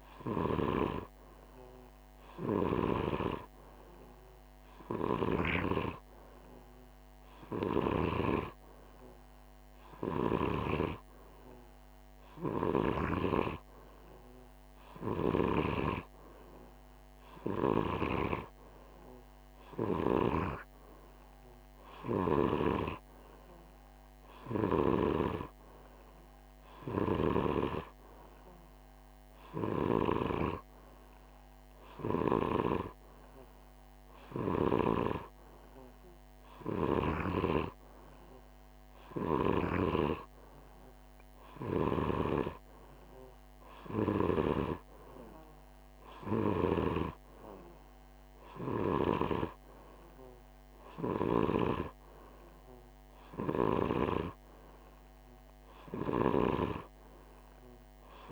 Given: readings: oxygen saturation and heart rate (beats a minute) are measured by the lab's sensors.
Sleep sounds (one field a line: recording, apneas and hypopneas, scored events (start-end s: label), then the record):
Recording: breathing in sleep by a microphone on the trachea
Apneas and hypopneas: none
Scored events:
none scored
From the record:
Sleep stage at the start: N2 (light sleep)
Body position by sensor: on the right side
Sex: male